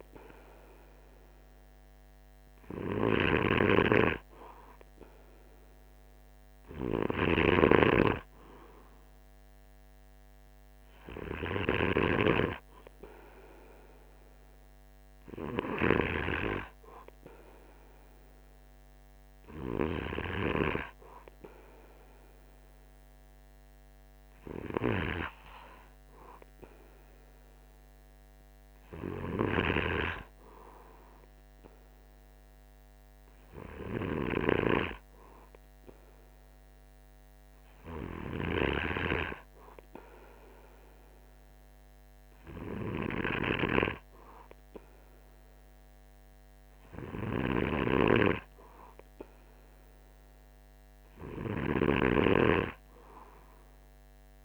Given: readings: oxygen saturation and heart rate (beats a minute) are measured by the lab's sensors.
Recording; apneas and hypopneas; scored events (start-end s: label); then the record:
breathing in sleep by a microphone on the trachea; none
none scored
From the record:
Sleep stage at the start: N2 (light sleep); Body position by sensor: on the right side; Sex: male